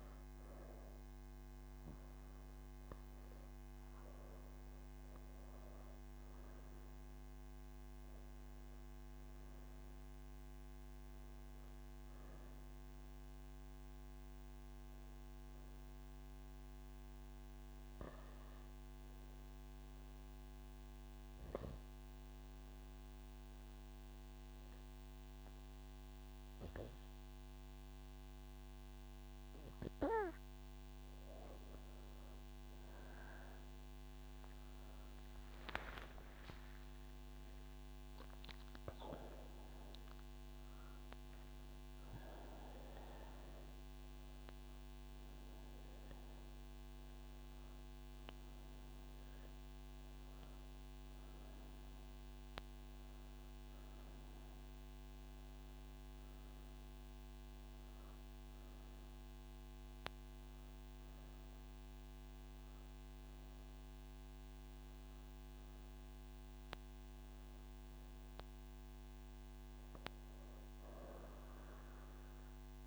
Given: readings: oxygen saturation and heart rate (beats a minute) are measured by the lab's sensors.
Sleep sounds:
breathing in sleep, hard to hear, by a microphone on the trachea; none
0.00-13.00 s: oxygen desaturation (device-marked, oxygen 90% lowest)
70.00-72.87 s: oxygen desaturation (device-marked, oxygen 93% before, 87% lowest)
From the record:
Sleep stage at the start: N2 (light sleep); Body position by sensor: on the right side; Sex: female

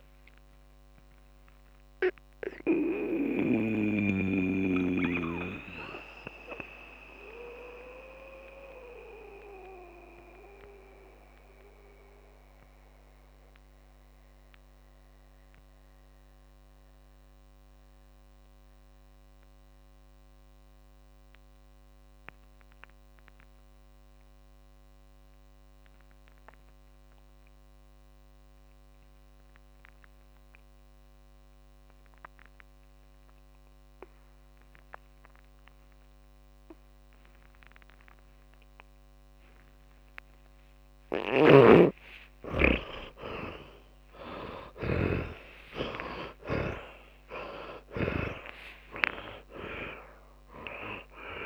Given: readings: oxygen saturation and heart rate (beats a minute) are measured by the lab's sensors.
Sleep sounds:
breathing in sleep by a microphone on the trachea; 1
0.00-2.50 s: tachycardia (device-marked, heart rate 165 extreme)
0.00-23.50 s: oxygen desaturation (device-marked, oxygen 76% lowest, heart rate 49 extreme)
5.00-40.50 s: mixed apnea (oxygen 100% before, 76% lowest, heart rate 88 before, 50 extreme, up 30 after)
33.50-51.46 s: oxygen desaturation (device-marked, oxygen 100% before, 83% lowest, heart rate 59 before, 50 extreme)
41.00-48.50 s: snoring (device-marked)
42.50-49.00 s: arousal
47.50-51.46 s: tachycardia (device-marked, heart rate 66 before, 188 extreme)
From the record:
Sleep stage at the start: N2 (light sleep); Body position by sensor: on the back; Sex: male

